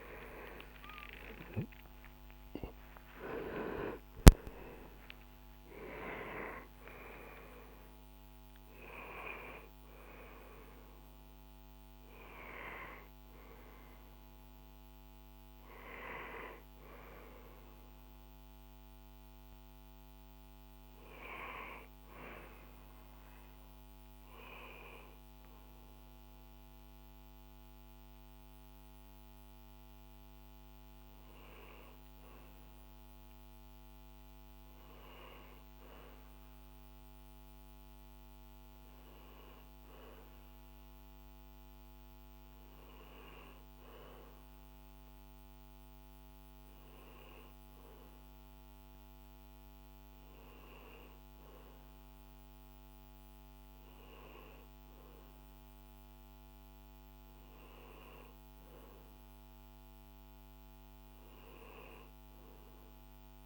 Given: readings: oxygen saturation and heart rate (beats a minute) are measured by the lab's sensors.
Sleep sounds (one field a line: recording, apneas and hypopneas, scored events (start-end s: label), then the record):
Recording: breathing in sleep by a microphone on the trachea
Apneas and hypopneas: none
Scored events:
none scored
From the record:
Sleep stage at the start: N1 (lightest sleep)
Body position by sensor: on the back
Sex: male